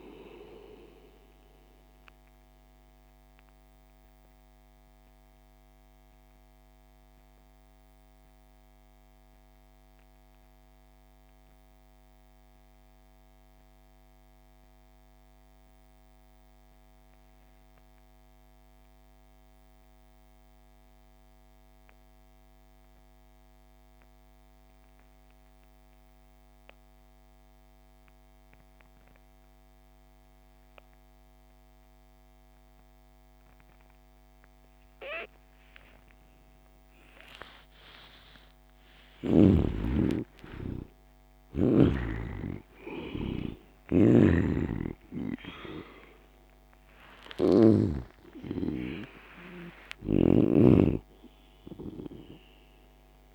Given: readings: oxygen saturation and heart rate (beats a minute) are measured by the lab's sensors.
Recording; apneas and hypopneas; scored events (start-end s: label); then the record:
breathing in sleep by a microphone on the trachea; 1
0.00-16.50 s: oxygen desaturation (device-marked, oxygen 72% lowest)
1.50-38.50 s: mixed apnea (oxygen 97% before, 72% lowest)
32.50-53.35 s: oxygen desaturation (device-marked, oxygen 98% before, 77% lowest)
38.50-43.50 s: arousal
43.50-47.50 s: snoring (device-marked)
From the record:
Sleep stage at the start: N2 (light sleep); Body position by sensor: on the back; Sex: male